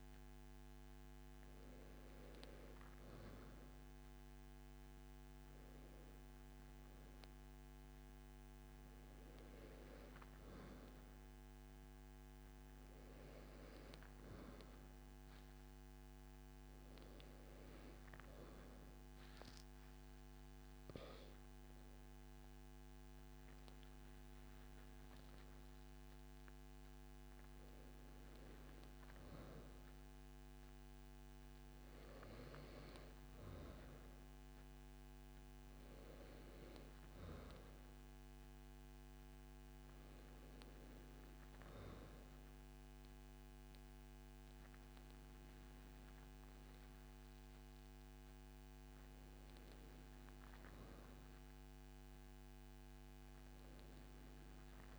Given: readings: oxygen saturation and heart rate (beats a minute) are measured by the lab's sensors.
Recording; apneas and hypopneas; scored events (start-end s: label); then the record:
breathing in sleep, hard to hear, by a microphone on the trachea; none
5.50-54.99 s: new sleep stage, N2 (light sleep)
From the record:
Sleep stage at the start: N1 (lightest sleep); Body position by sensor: on the right side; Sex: male